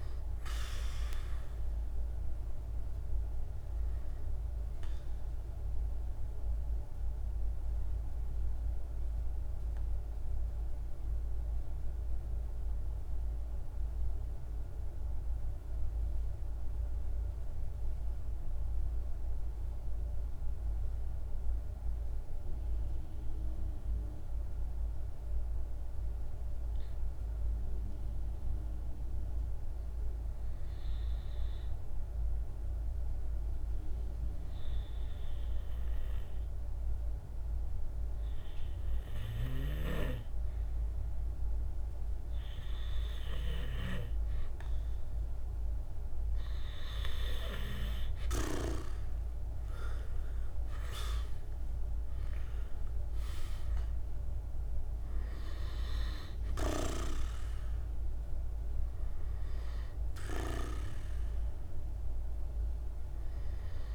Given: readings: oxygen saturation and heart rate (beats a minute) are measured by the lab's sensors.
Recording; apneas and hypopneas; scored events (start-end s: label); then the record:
breathing in sleep by a room microphone; 1
0.00-15.00 s: oxygen desaturation (device-marked, oxygen 89% lowest, heart rate 46 extreme)
3.50-44.00 s: mixed apnea (oxygen 98% before, 90% lowest, heart rate 51 before, 46 extreme, up 4 after)
30.00-63.95 s: oxygen desaturation (device-marked, oxygen 99% before, 90% lowest, heart rate 47 before, 48 extreme)
48.50-52.50 s: arousal
From the record:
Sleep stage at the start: N2 (light sleep); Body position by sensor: on the back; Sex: male